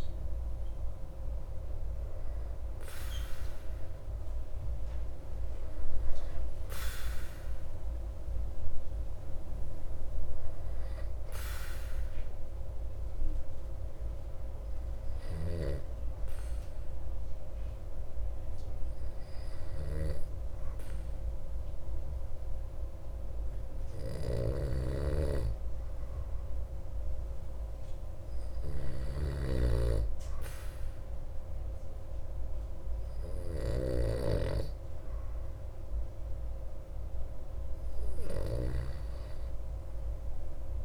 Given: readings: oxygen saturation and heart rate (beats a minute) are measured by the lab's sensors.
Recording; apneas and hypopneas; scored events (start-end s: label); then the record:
breathing in sleep by a room microphone; 1
11.00-36.00 s: hypopnea (oxygen 96% before, 93% lowest)
24.00-34.50 s: snoring (device-marked)
36.50-40.84 s: oxygen desaturation (device-marked, oxygen 96% before, 94% lowest)
39.50-40.84 s: arousal
From the record:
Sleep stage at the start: N2 (light sleep); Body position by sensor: on the back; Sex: male